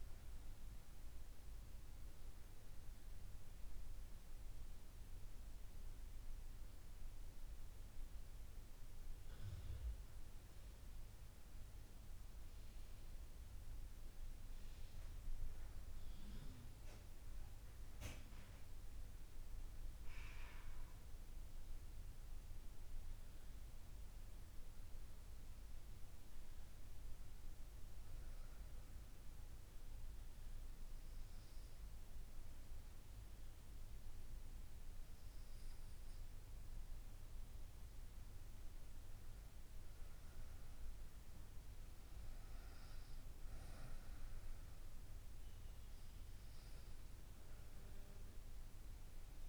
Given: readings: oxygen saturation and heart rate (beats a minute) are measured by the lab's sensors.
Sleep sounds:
breathing in sleep, hard to hear, by a room microphone; 1
20.00-24.50 s: arousal
28.00-38.00 s: obstructive apnea (oxygen 99% before, 96% lowest, heart rate 72 before, 69 extreme, up 4 after)
40.00-44.50 s: arousal
From the record:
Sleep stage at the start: N2 (light sleep); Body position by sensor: on the right side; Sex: female

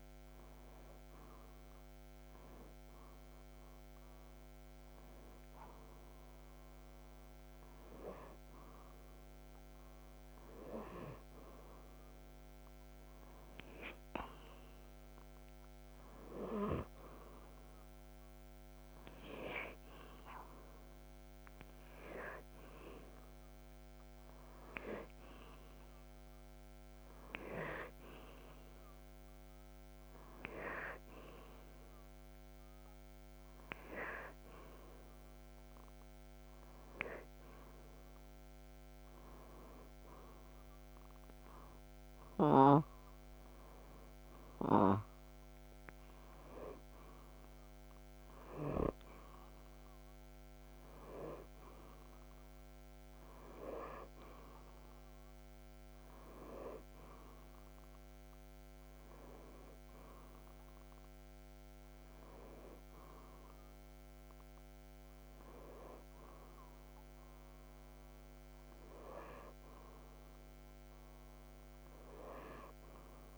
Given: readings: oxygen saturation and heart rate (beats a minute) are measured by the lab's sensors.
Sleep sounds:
breathing in sleep by a microphone on the trachea; none
none scored
From the record:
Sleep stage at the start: N2 (light sleep); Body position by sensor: upright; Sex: male

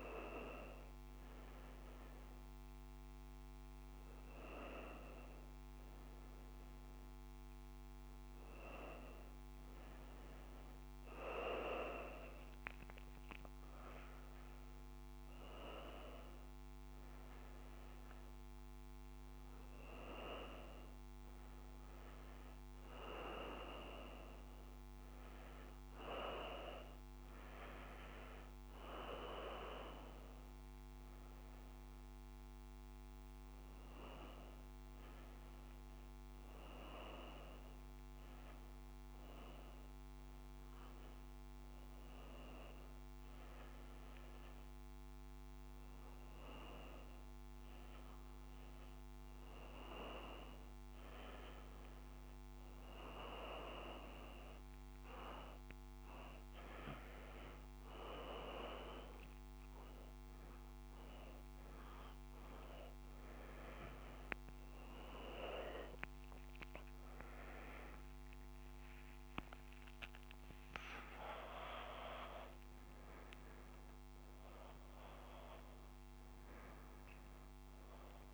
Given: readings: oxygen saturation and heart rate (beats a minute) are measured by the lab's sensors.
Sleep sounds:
a person awake in a sleep study, by a microphone on the trachea; none
68.50-70.50 s: tachycardia (device-marked, heart rate 70 before, 98 extreme)
From the record:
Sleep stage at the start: awake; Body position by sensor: upright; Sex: male

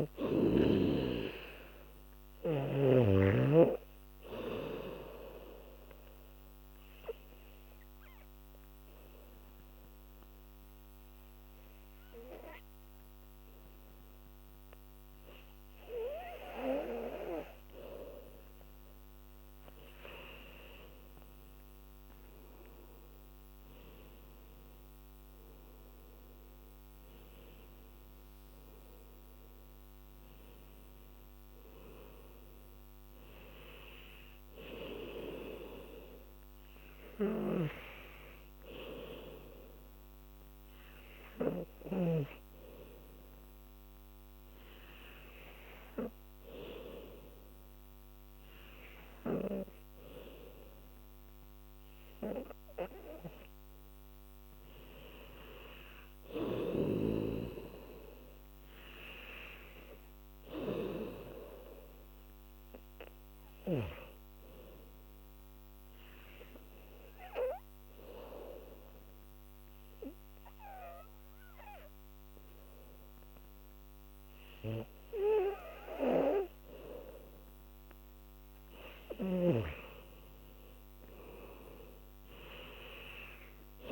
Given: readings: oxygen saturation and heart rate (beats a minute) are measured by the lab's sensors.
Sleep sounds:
breathing in sleep by a microphone on the trachea; 3
0.00-2.00 s: arousal
0.00-13.00 s: oxygen desaturation (device-marked, oxygen 90% lowest, heart rate 76 extreme)
6.00-18.50 s: obstructive apnea (oxygen 98% before, 90% lowest, heart rate 75 before, 76 extreme, up 12 after)
18.00-41.00 s: oxygen desaturation (device-marked, oxygen 97% before, 90% lowest, heart rate 82 before, 77 extreme)
22.50-27.00 s: arousal
39.00-52.00 s: hypopnea (oxygen 97% before, 91% lowest, heart rate 83 before, 77 extreme)
54.00-57.50 s: arousal
61.00-69.00 s: oxygen desaturation (device-marked, oxygen 97% before, 93% lowest, heart rate 80 before, 69 extreme)
66.50-77.50 s: obstructive apnea (oxygen 98% before, 91% lowest, heart rate 79 before, 69 extreme, up 8 after)
80.50-83.91 s: arousal
82.00-83.91 s: oxygen desaturation (device-marked, oxygen 96% before, 91% lowest, heart rate 80 before, 69 extreme)
From the record:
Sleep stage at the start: N2 (light sleep); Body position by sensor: on the back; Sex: female

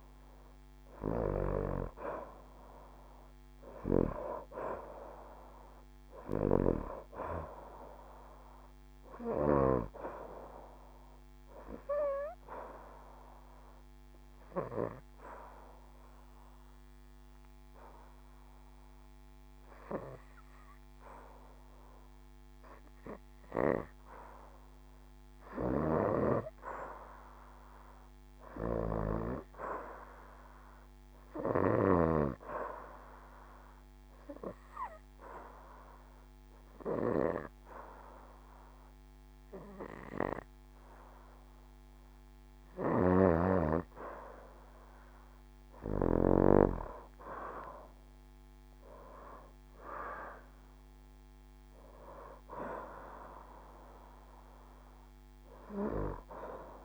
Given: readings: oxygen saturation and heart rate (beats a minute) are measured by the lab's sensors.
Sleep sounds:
breathing in sleep by a microphone on the trachea; 2
3.50-26.50 s: oxygen desaturation (device-marked, oxygen 94% before, 87% lowest, heart rate 71 before, 70 extreme)
11.50-24.00 s: obstructive apnea (oxygen 94% before, 80% lowest, heart rate 74 before, 70 extreme, up 4 after)
16.50-56.85 s: new sleep stage, REM sleep
26.50-30.00 s: arousal
32.50-44.00 s: obstructive apnea (oxygen 92% before, 80% lowest, heart rate 73 before, 70 extreme, up 7 after)
33.50-49.50 s: oxygen desaturation (device-marked, oxygen 92% before, 82% lowest, heart rate 73 before, 70 extreme)
42.00-46.00 s: snoring (device-marked)
46.00-48.00 s: leg movement (device-marked)
48.00-51.50 s: arousal
From the record:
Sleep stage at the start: N2 (light sleep); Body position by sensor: on the back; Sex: female

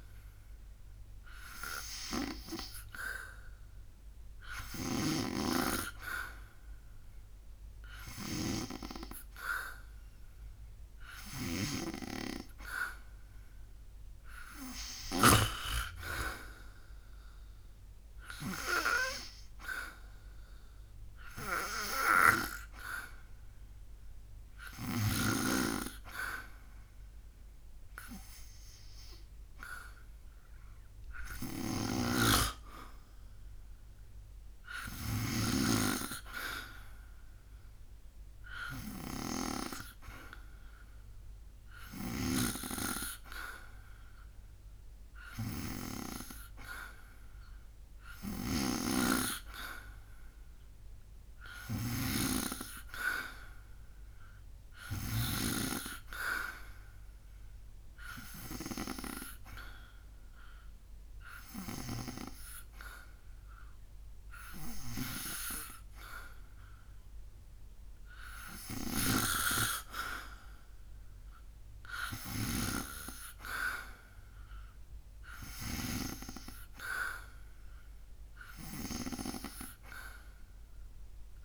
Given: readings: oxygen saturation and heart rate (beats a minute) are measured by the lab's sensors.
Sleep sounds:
breathing in sleep by a room microphone; none
11.00-15.00 s: snoring (device-marked)
31.00-35.00 s: snoring (device-marked)
41.50-55.00 s: snoring (device-marked)
71.50-75.50 s: snoring (device-marked)
From the record:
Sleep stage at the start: N2 (light sleep); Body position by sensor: on the back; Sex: male

